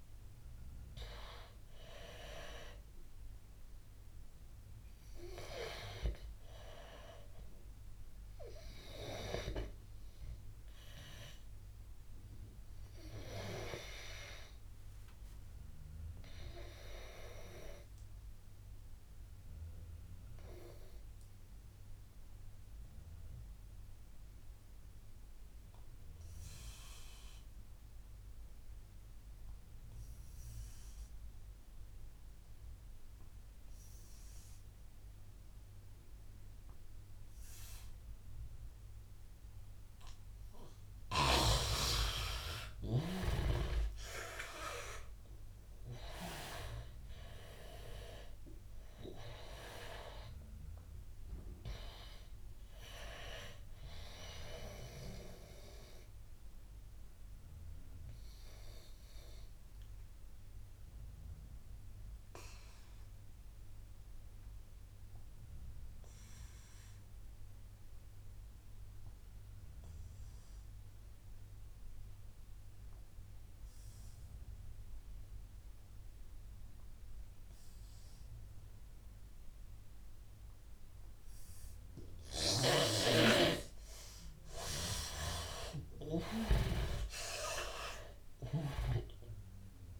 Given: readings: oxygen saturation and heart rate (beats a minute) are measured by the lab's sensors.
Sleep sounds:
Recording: breathing in sleep by a room microphone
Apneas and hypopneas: 2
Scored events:
0.00-18.00 s: oxygen desaturation (device-marked, oxygen 83% lowest, heart rate 74 extreme)
10.50-41.00 s: obstructive apnea (oxygen 99% before, 82% lowest, heart rate 89 before, 74 extreme, up 15 after)
35.00-66.00 s: oxygen desaturation (device-marked, oxygen 98% before, 82% lowest, heart rate 81 before, 80 extreme)
42.50-47.00 s: arousal
53.50-83.00 s: obstructive apnea (oxygen 99% before, 81% lowest, heart rate 85 before, 83 extreme, up 8 after)
78.00-90.00 s: oxygen desaturation (device-marked, oxygen 99% before, 81% lowest, heart rate 86 before, 87 extreme)
82.00-86.00 s: snoring (device-marked)
84.50-89.50 s: arousal
From the record:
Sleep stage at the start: N2 (light sleep)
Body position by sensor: on the back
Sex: male

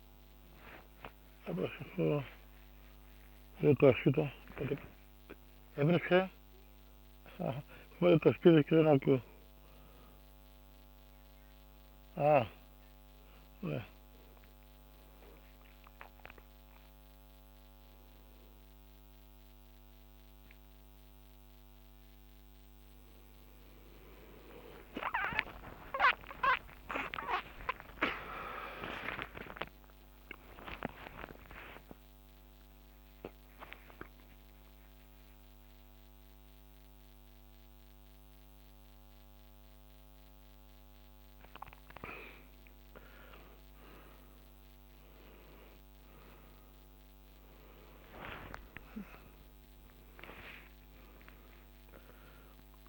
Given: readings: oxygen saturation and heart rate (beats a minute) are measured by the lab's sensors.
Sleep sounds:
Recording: a person awake in a sleep study, by a microphone on the trachea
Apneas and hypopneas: none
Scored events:
24.00-29.00 s: tachycardia (device-marked, heart rate 66 before, 119 extreme)
From the record:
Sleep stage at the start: awake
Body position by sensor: on the right side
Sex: male

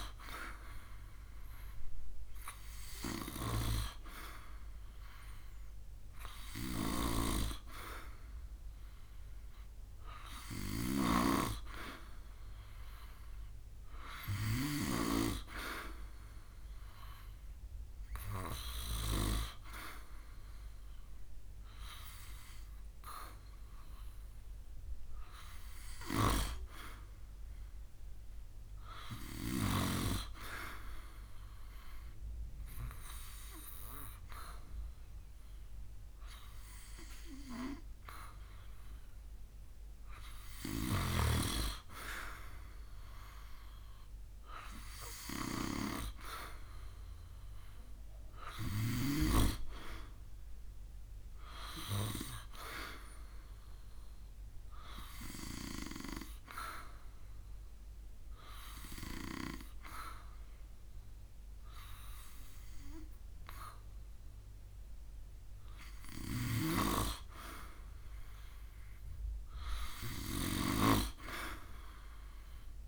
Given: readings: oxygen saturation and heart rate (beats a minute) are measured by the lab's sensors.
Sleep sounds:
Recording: breathing in sleep by a room microphone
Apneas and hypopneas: 2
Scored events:
10.50-14.50 s: snoring (device-marked)
24.00-27.50 s: arousal
30.50-41.50 s: obstructive apnea (oxygen 96% before, 91% lowest, heart rate 70 before, 67 extreme, up 3 after)
45.00-48.00 s: arousal
56.00-67.50 s: obstructive apnea (oxygen 93% before, 90% lowest, heart rate 71 before, 66 extreme, up 7 after)
69.50-72.50 s: arousal
From the record:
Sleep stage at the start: N2 (light sleep)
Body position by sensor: on the back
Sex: male

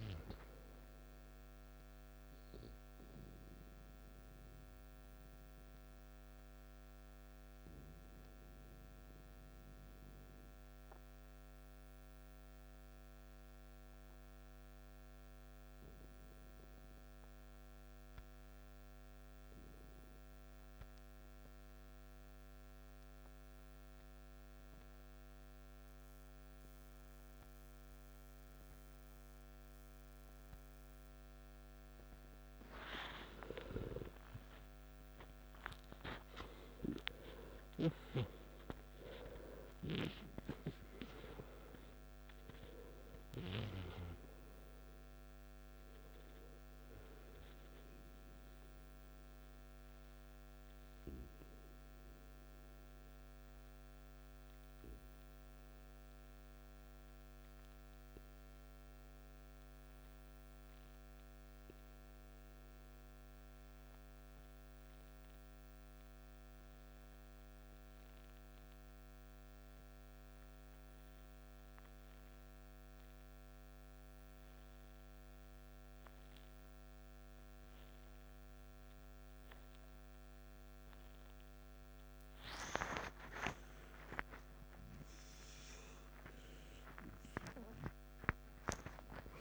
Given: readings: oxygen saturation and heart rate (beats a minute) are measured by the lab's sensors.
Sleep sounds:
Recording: breathing in sleep by a microphone on the trachea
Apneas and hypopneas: 2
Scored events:
0.00-16.50 s: oxygen desaturation (device-marked, oxygen 90% lowest, heart rate 52 extreme)
5.50-31.50 s: obstructive apnea (oxygen 98% before, 90% lowest, heart rate 63 before, 52 extreme, up 11 after)
31.50-61.50 s: oxygen desaturation (device-marked, oxygen 97% before, 90% lowest, heart rate 56 before, 53 extreme)
33.00-37.50 s: arousal
51.50-83.00 s: obstructive apnea (oxygen 97% before, 89% lowest, heart rate 64 before, 53 extreme, up 13 after)
76.50-89.41 s: oxygen desaturation (device-marked, oxygen 97% before, 89% lowest, heart rate 54 before, 53 extreme)
84.00-89.00 s: arousal
From the record:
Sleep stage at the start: N2 (light sleep)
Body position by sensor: on the back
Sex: male

